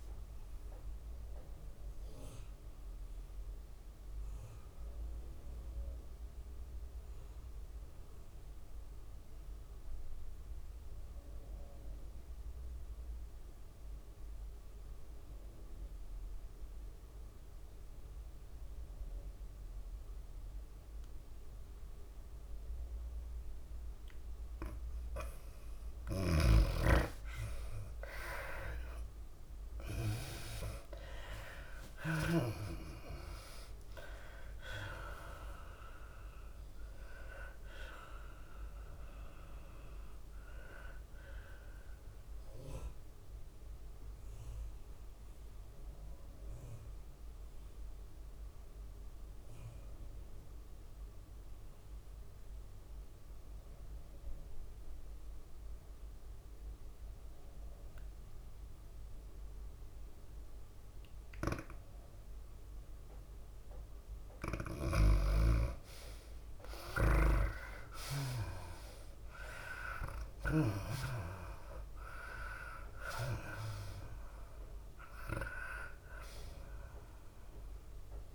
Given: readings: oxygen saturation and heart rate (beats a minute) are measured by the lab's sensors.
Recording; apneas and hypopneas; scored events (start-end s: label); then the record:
breathing in sleep by a room microphone; 2
0.00-6.50 s: tachycardia (device-marked, heart rate 105 extreme)
0.00-7.50 s: drop in pulse transit time (device-marked, heart rate 102 extreme)
0.00-9.50 s: oxygen desaturation (device-marked, oxygen 83% lowest, heart rate 96 extreme)
1.50-25.50 s: mixed apnea (oxygen 99% before, 81% lowest, heart rate 100 before, 96 extreme, up 7 after)
22.50-52.50 s: oxygen desaturation (device-marked, oxygen 98% before, 82% lowest, heart rate 100 before, 97 extreme)
26.50-33.00 s: snoring (device-marked)
27.50-49.50 s: tachycardia (device-marked, heart rate 102 before, 106 extreme)
30.50-35.00 s: arousal
30.50-47.50 s: drop in pulse transit time (device-marked, heart rate 97 before, 101 extreme)
43.00-64.50 s: mixed apnea (oxygen 98% before, 80% lowest, heart rate 101 before, 97 extreme, up 5 after)
61.50-71.00 s: snoring (device-marked)
62.50-78.35 s: oxygen desaturation (device-marked, oxygen 99% before, 81% lowest, heart rate 101 before, 96 extreme)
67.50-78.35 s: tachycardia (device-marked, heart rate 101 before, 105 extreme)
69.00-73.50 s: arousal
71.50-78.35 s: drop in pulse transit time (device-marked, heart rate 99 before, 98 extreme)
From the record:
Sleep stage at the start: N2 (light sleep); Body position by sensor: on the left side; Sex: female